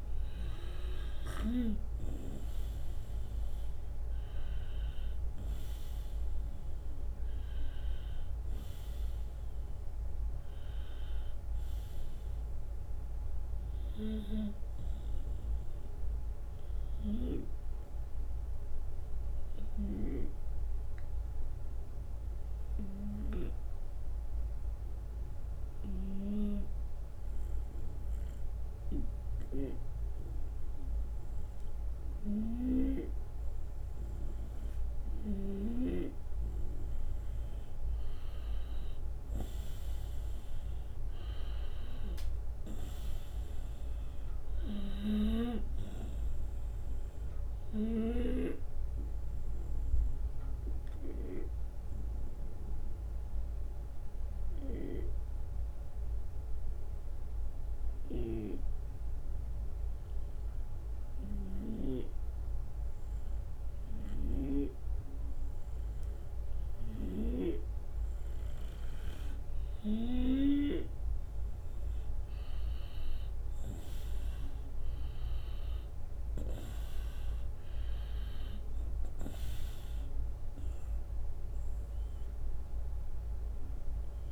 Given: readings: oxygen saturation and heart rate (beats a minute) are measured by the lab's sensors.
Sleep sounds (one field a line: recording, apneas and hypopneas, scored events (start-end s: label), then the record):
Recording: breathing in sleep by a room microphone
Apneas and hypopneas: 2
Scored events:
0.00-16.00 s: oxygen desaturation (device-marked, oxygen 87% lowest)
16.00-33.00 s: hypopnea (oxygen 95% before, 90% lowest)
24.00-26.00 s: long interval between heartbeats (device-marked)
36.00-40.50 s: arousal
39.00-50.00 s: oxygen desaturation (device-marked, oxygen 96% before, 91% lowest)
49.50-68.00 s: obstructive apnea (oxygen 96% before, 90% lowest)
71.00-76.50 s: arousal
71.00-84.32 s: oxygen desaturation (device-marked, oxygen 95% before, 90% lowest)
From the record:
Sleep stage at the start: N2 (light sleep)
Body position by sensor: on the right side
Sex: male